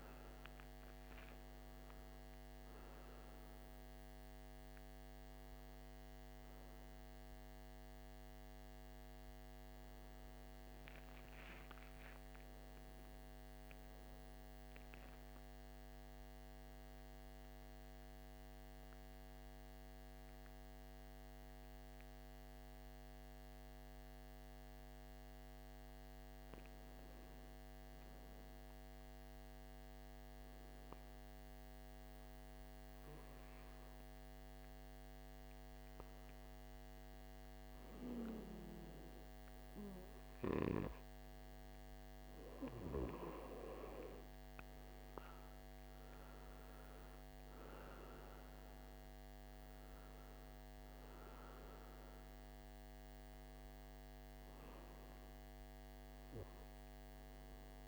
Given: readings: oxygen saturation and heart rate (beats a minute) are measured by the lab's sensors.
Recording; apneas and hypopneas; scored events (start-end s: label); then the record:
breathing in sleep by a microphone on the trachea; 1
0.00-16.00 s: oxygen desaturation (device-marked, oxygen 87% lowest, heart rate 54 extreme)
16.50-26.50 s: central apnea (oxygen 97% before, 91% lowest, heart rate 66 before, 54 extreme, up 3 after)
28.50-32.50 s: arousal
37.00-57.87 s: oxygen desaturation (device-marked, oxygen 98% before, 91% lowest, heart rate 56 before, 57 extreme)
From the record:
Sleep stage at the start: N2 (light sleep); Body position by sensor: on the right side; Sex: male